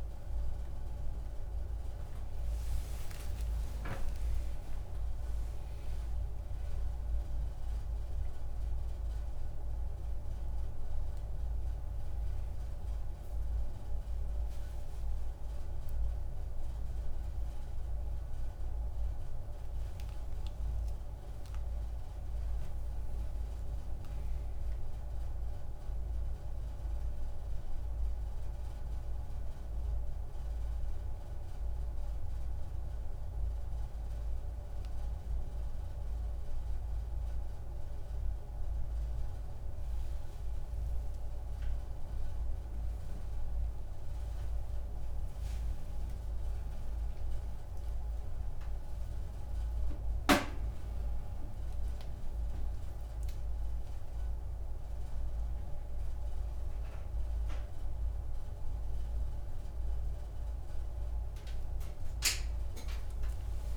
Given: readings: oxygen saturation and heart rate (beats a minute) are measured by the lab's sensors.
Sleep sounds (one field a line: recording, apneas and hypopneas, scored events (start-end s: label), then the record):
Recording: a person awake in a sleep study, hard to hear, by a room microphone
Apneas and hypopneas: none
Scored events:
none scored
From the record:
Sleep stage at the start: awake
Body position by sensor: on the back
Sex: male